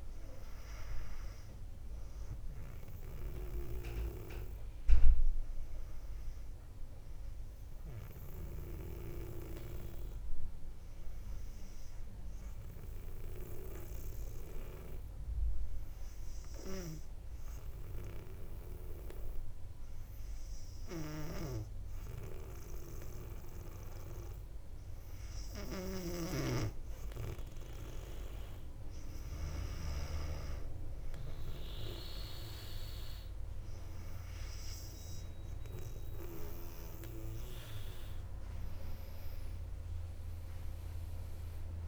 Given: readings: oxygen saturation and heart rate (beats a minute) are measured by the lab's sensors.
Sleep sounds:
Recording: breathing in sleep by a room microphone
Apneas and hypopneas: 1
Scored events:
7.00-26.00 s: obstructive apnea (oxygen 98% before, 97% lowest, heart rate 62 before, 57 extreme, up 3 after)
38.50-41.88 s: arousal
From the record:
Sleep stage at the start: N2 (light sleep)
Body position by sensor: on the back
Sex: female

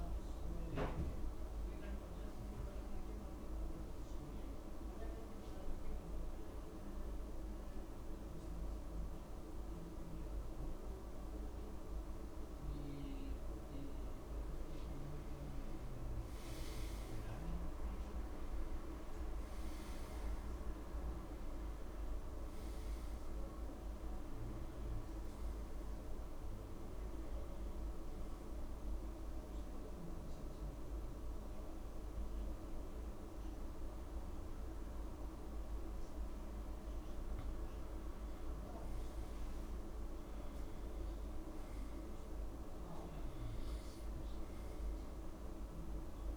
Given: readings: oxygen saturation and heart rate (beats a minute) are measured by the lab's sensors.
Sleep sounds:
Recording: breathing in sleep, hard to hear, by a room microphone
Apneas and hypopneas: 2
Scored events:
5.00-15.50 s: obstructive apnea (oxygen 95% before, 91% lowest)
16.00-18.00 s: long interval between heartbeats (device-marked)
17.50-20.00 s: arousal
19.50-21.50 s: long interval between heartbeats (device-marked)
22.50-24.50 s: long interval between heartbeats (device-marked)
23.00-35.00 s: oxygen desaturation (device-marked, oxygen 95% before, 91% lowest)
28.50-38.50 s: obstructive apnea (oxygen 95% before, 91% lowest)
40.00-43.00 s: arousal
45.00-46.37 s: oxygen desaturation (device-marked, oxygen 96% before, 92% lowest)
From the record:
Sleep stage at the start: N2 (light sleep)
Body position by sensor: on the back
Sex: male

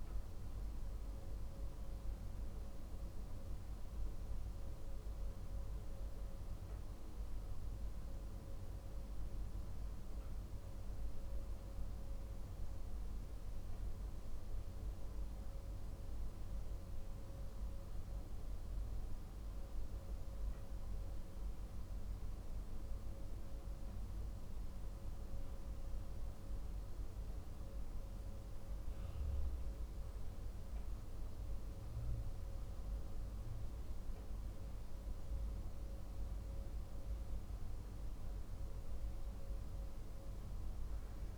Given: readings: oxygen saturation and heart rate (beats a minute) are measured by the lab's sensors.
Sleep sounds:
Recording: breathing in sleep, hard to hear, by a room microphone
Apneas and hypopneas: none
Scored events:
none scored
From the record:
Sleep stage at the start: N2 (light sleep)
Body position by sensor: on the back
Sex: male

